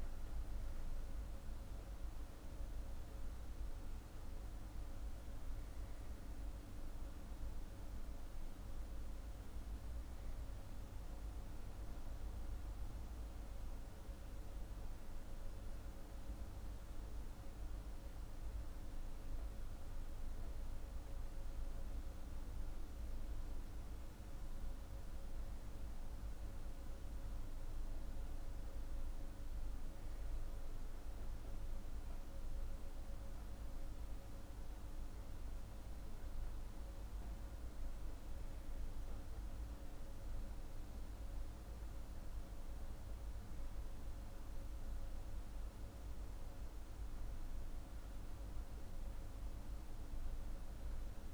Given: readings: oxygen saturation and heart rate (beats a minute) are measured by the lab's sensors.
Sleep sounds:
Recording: breathing in sleep, hard to hear, by a room microphone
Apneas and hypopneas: none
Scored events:
none scored
From the record:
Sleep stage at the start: N2 (light sleep)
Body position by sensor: on the back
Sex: male

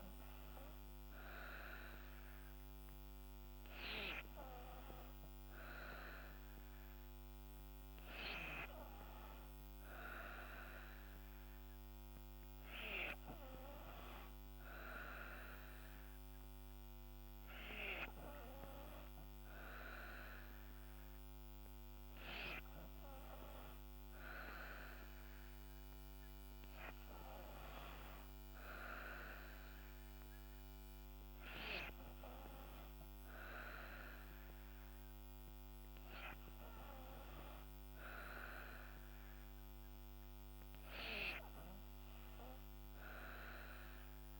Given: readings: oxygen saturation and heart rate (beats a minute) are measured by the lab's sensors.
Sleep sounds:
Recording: breathing in sleep by a microphone on the trachea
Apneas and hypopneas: none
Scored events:
15.50-44.40 s: new sleep stage, N3 (deep sleep)
From the record:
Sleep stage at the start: N2 (light sleep)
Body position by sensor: on the back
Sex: female

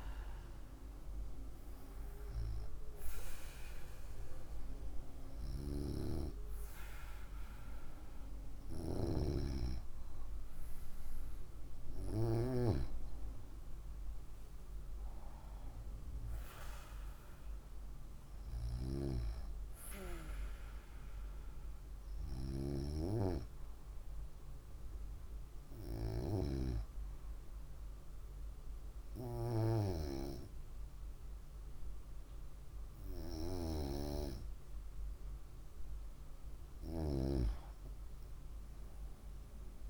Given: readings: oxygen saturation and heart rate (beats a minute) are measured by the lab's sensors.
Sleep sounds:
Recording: breathing in sleep by a room microphone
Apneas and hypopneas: none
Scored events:
39.50-39.90 s: new sleep stage, awake
From the record:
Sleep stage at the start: N1 (lightest sleep)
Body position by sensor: on the right side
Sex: female

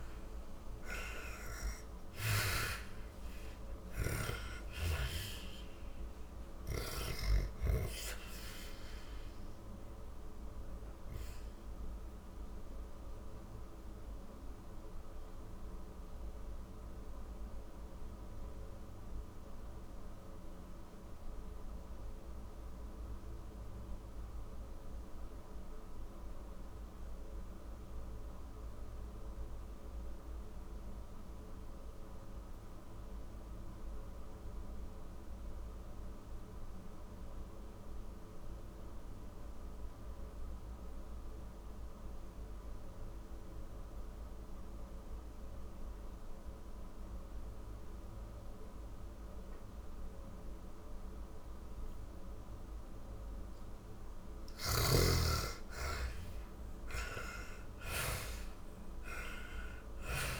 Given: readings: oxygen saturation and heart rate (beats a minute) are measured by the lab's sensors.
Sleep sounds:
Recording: breathing in sleep by a room microphone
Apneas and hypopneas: 1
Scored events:
0.00-2.00 s: arousal
0.00-27.00 s: oxygen desaturation (device-marked, oxygen 78% lowest, heart rate 46 extreme)
8.00-52.50 s: obstructive apnea (oxygen 97% before, 74% lowest, heart rate 89 before, 44 extreme, up 39 after)
37.00-60.40 s: oxygen desaturation (device-marked, oxygen 98% before, 74% lowest, heart rate 52 before, 44 extreme)
From the record:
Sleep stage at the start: N2 (light sleep)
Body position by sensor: on the back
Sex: female

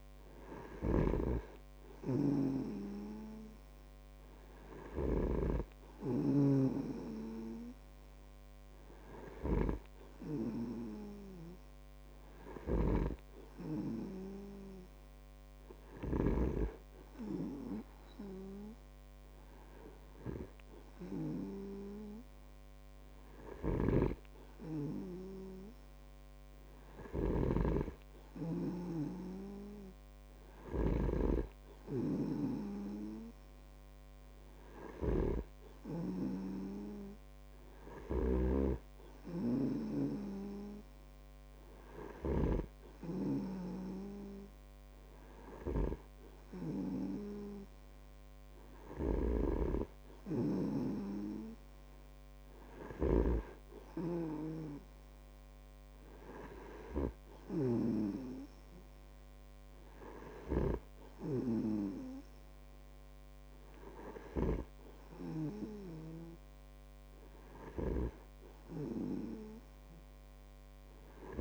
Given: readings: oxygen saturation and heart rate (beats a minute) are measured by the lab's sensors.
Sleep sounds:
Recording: breathing in sleep by a microphone on the trachea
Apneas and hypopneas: none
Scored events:
0.00-6.00 s: snoring (device-marked)
13.00-17.00 s: snoring (device-marked)
24.00-43.00 s: snoring (device-marked)
49.50-58.50 s: snoring (device-marked)
68.00-71.41 s: snoring (device-marked)
From the record:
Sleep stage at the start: N2 (light sleep)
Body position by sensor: on the back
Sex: male

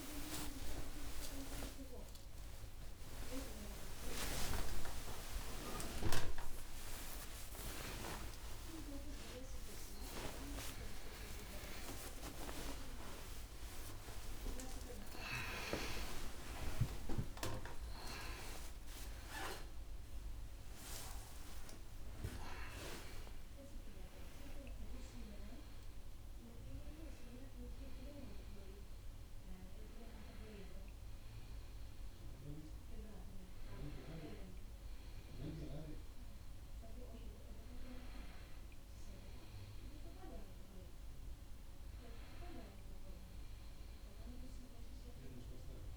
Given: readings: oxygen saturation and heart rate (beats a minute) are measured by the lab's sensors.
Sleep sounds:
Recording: a person awake in a sleep study, by a room microphone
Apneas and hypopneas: none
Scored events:
0.00-2.00 s: long interval between heartbeats (device-marked, heart rate 95 before, 115 extreme)
5.50-7.50 s: long interval between heartbeats (device-marked, heart rate 97 before, 116 extreme)
8.00-10.00 s: long interval between heartbeats (device-marked, heart rate 101 before, 119 extreme)
14.50-16.50 s: long interval between heartbeats (device-marked, heart rate 107 before, 108 extreme)
18.00-20.00 s: long interval between heartbeats (device-marked, heart rate 115 before, 146 extreme)
21.00-23.00 s: long interval between heartbeats (device-marked, heart rate 121 before, 147 extreme)
25.00-27.00 s: long interval between heartbeats (device-marked, heart rate 125 before, 115 extreme)
34.00-45.97 s: new sleep stage, N1 (lightest sleep)
From the record:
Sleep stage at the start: awake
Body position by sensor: on the right side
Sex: male

